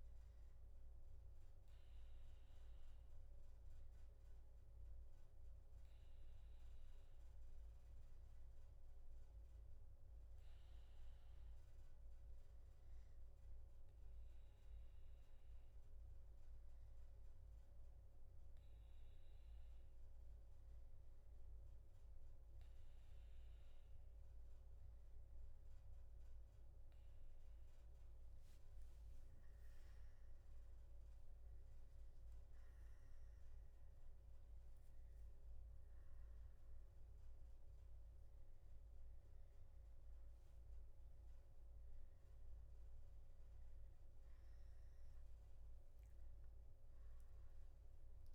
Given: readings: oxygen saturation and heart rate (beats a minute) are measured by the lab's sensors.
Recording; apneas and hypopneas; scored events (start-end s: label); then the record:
breathing in sleep, hard to hear, by a room microphone; none
none scored
From the record:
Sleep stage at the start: N2 (light sleep); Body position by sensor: on the back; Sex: male